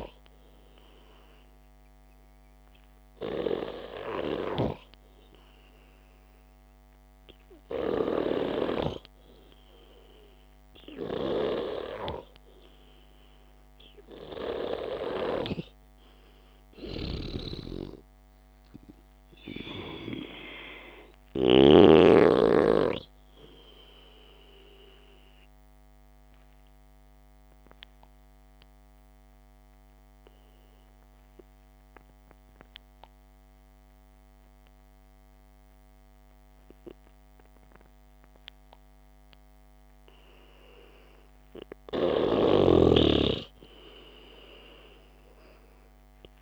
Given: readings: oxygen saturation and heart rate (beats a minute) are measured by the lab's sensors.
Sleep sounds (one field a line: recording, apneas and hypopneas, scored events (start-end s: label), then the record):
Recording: breathing in sleep by a microphone on the trachea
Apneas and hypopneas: 1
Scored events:
5.00-9.50 s: snoring (device-marked)
17.50-22.50 s: snoring (device-marked)
21.50-25.50 s: arousal
29.50-40.50 s: obstructive apnea (oxygen 96% before, 92% lowest, heart rate 60 before, 54 extreme, up 2 after)
43.00-46.42 s: arousal
From the record:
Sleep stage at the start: N2 (light sleep)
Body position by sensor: on the back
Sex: male